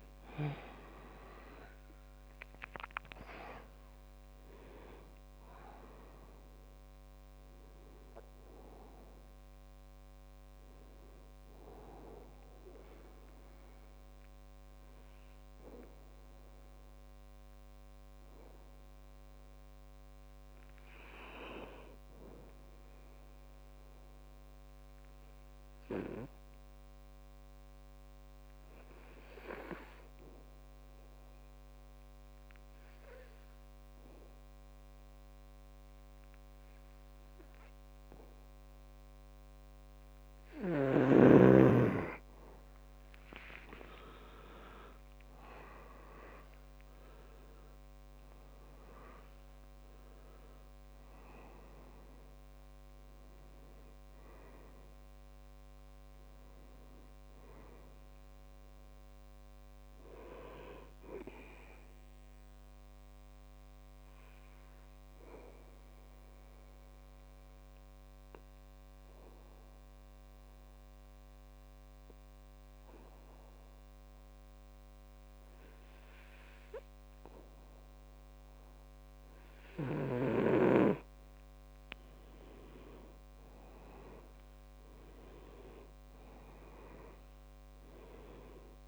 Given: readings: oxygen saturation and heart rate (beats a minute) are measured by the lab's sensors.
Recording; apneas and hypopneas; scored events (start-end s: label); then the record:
breathing in sleep by a microphone on the trachea; 2
0.00-3.50 s: arousal
4.00-31.00 s: oxygen desaturation (device-marked, oxygen 98% before, 89% lowest, heart rate 67 before, 62 extreme)
23.00-41.00 s: obstructive apnea (oxygen 98% before, 88% lowest, heart rate 70 before, 63 extreme, up 10 after)
43.00-47.00 s: arousal
45.00-72.00 s: oxygen desaturation (device-marked, oxygen 99% before, 88% lowest, heart rate 66 before, 61 extreme)
62.00-80.50 s: obstructive apnea (oxygen 99% before, 88% lowest, heart rate 71 before, 61 extreme, up 9 after)
83.00-88.00 s: arousal
From the record:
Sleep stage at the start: N2 (light sleep); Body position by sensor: on the back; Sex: male